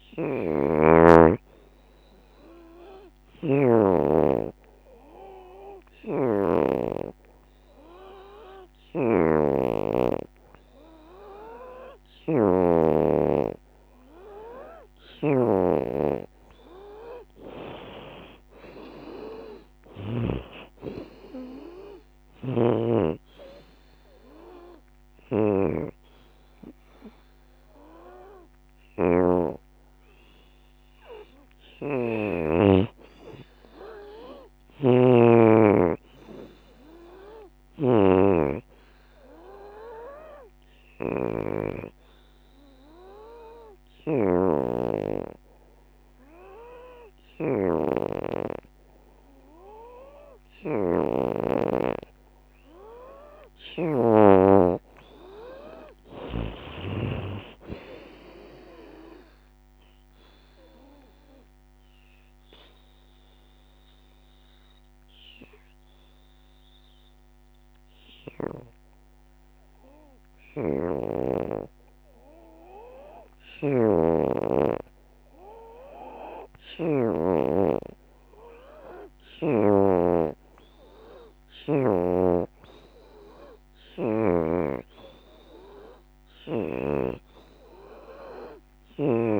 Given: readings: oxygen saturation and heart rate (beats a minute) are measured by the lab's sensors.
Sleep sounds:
breathing in sleep by a microphone on the trachea; 3
0.00-5.00 s: oxygen desaturation (device-marked, oxygen 86% lowest, heart rate 74 extreme)
3.50-14.50 s: hypopnea (oxygen 93% before, 84% lowest, heart rate 84 before, 76 extreme, up 25 after)
13.00-25.00 s: drop in pulse transit time (device-marked, heart rate 82 before, 81 extreme)
14.00-35.00 s: oxygen desaturation (device-marked, oxygen 92% before, 85% lowest, heart rate 81 before, 72 extreme)
16.00-19.50 s: arousal
17.50-19.50 s: long interval between heartbeats (device-marked, heart rate 80 before, 91 extreme)
37.00-46.00 s: oxygen desaturation (device-marked, oxygen 93% before, 87% lowest, heart rate 88 before, 68 extreme)
40.50-53.00 s: hypopnea (oxygen 93% before, 84% lowest, heart rate 87 before, 68 extreme, up 22 after)
54.00-58.00 s: arousal
54.00-66.00 s: drop in pulse transit time (device-marked, heart rate 80 before, 80 extreme)
54.00-77.00 s: oxygen desaturation (device-marked, oxygen 90% before, 84% lowest, heart rate 80 before, 68 extreme)
60.00-76.50 s: hypopnea (oxygen 93% before, 84% lowest, heart rate 80 before, 68 extreme, up 21 after)
79.00-83.00 s: arousal
From the record:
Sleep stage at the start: N2 (light sleep); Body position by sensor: on the back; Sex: female

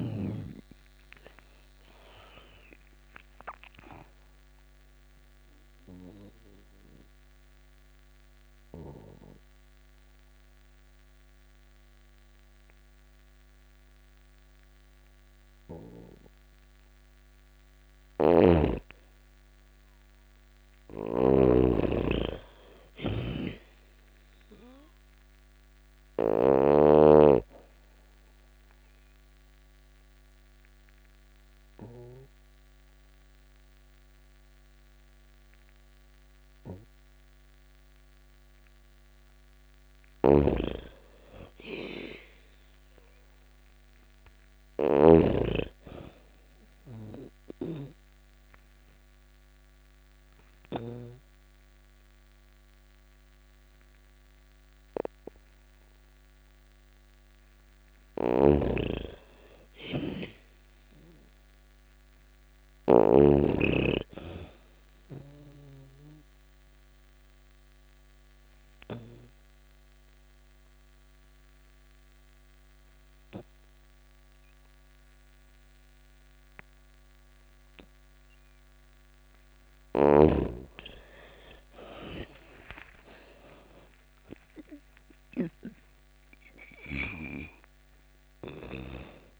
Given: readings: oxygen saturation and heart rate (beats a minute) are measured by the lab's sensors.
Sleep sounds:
breathing in sleep by a microphone on the trachea; 4
0.00-14.00 s: oxygen desaturation (device-marked, oxygen 98% before, 87% lowest)
3.50-17.00 s: mixed apnea (oxygen 98% before, 87% lowest)
17.00-26.00 s: snoring (device-marked)
18.50-22.50 s: arousal
25.00-38.00 s: oxygen desaturation (device-marked, oxygen 99% before, 89% lowest)
27.50-39.00 s: obstructive apnea (oxygen 99% before, 88% lowest)
39.00-44.50 s: snoring (device-marked)
40.00-43.50 s: arousal
46.50-50.50 s: snoring (device-marked)
47.00-57.00 s: obstructive apnea (oxygen 99% before, 88% lowest, heart rate 32 before, 25 extreme, up 27 after)
47.00-62.00 s: oxygen desaturation (device-marked, oxygen 97% before, 89% lowest, heart rate 32 before, 25 extreme)
57.00-62.50 s: snoring (device-marked)
59.00-63.00 s: arousal
65.50-80.00 s: obstructive apnea (oxygen 97% before, 85% lowest)
71.00-77.00 s: oxygen desaturation (device-marked, oxygen 97% before, 91% lowest)
81.50-85.00 s: arousal
88.00-89.40 s: oxygen desaturation (device-marked, oxygen 97% before, 88% lowest)
From the record:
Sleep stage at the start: N2 (light sleep); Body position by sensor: on the back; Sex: female

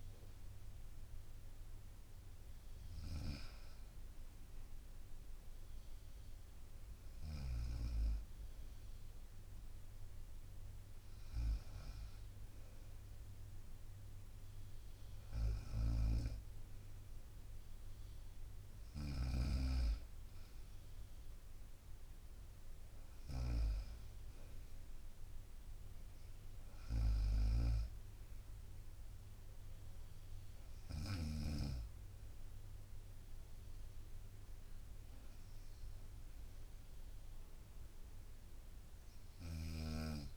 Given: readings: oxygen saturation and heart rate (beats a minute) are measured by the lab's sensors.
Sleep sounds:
breathing in sleep by a room microphone; none
5.50-40.37 s: new sleep stage, N2 (light sleep)
15.50-23.50 s: snoring (device-marked)
From the record:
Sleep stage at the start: N1 (lightest sleep); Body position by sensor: on the right side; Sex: female

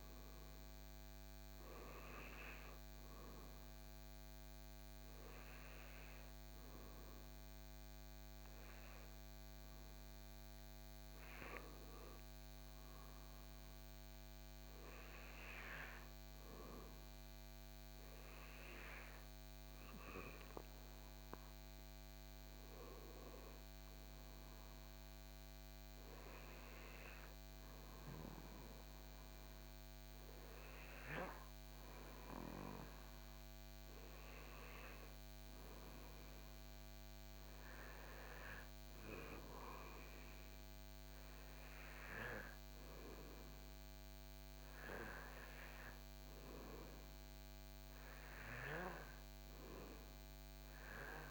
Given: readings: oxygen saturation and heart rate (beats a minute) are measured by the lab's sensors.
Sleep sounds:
breathing in sleep by a microphone on the trachea; none
none scored
From the record:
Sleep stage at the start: N2 (light sleep); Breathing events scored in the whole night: 108 in 7.0 hours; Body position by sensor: on the back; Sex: male

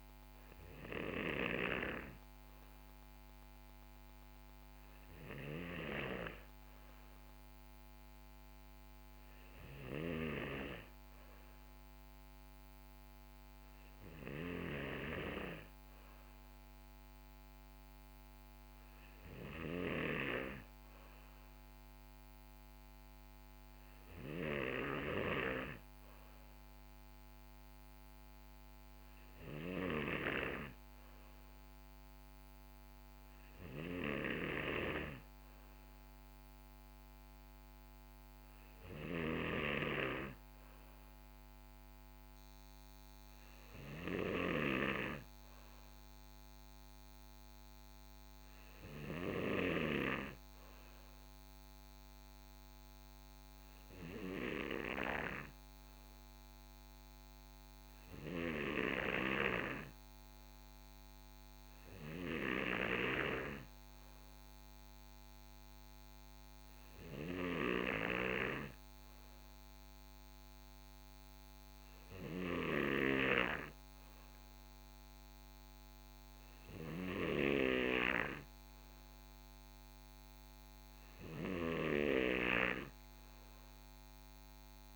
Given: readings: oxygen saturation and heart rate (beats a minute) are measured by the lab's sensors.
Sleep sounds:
breathing in sleep by a microphone on the trachea; none
49.50-84.96 s: new sleep stage, N3 (deep sleep)
From the record:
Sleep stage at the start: N2 (light sleep); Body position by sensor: on the right side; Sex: male

